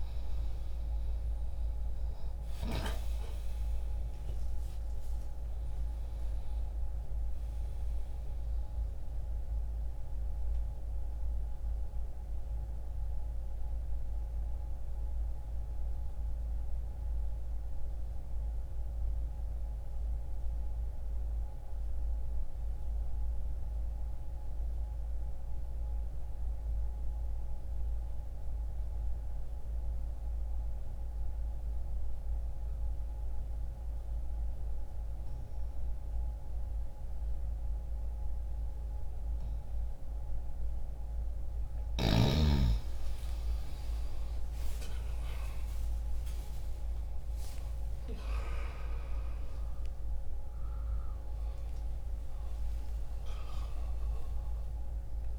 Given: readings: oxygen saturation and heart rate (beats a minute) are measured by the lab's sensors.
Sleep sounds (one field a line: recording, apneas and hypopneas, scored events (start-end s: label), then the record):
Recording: breathing in sleep by a room microphone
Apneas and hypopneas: 1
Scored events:
0.00-3.50 s: arousal
9.50-40.00 s: obstructive apnea (oxygen 97% before, 81% lowest, heart rate 63 before, 60 extreme, up 29 after)
26.00-33.00 s: oxygen desaturation (device-marked, oxygen 93% before, 89% lowest, heart rate 62 before, 60 extreme)
43.00-48.50 s: arousal
47.00-55.39 s: new sleep stage, N1 (lightest sleep)
53.00-55.39 s: oxygen desaturation (device-marked, oxygen 96% before, 81% lowest, heart rate 75 before, 60 extreme)
From the record:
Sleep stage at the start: N2 (light sleep)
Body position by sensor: on the left side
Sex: male